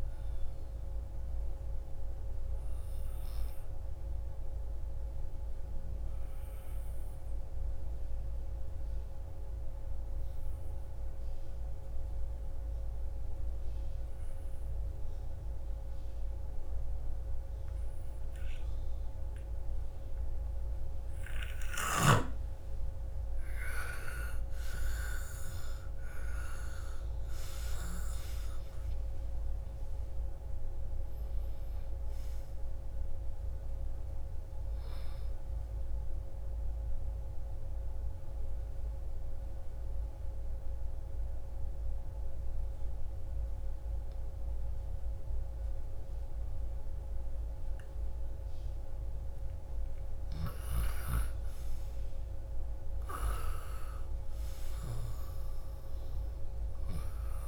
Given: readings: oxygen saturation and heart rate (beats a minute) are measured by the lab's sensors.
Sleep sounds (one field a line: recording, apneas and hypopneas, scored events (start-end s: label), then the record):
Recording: breathing in sleep by a room microphone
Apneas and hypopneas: 2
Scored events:
0.00-14.50 s: oxygen desaturation (device-marked, oxygen 86% lowest)
6.50-20.00 s: obstructive apnea (oxygen 98% before, 83% lowest, heart rate 63 before, 36 extreme, up 52 after)
22.00-25.00 s: arousal
27.50-47.50 s: oxygen desaturation (device-marked, oxygen 98% before, 83% lowest, heart rate 45 before, 29 extreme)
38.00-50.00 s: obstructive apnea (oxygen 98% before, 83% lowest, heart rate 59 before, 27 extreme, up 37 after)
51.50-55.00 s: arousal
From the record:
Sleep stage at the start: N2 (light sleep)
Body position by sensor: on the left side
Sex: female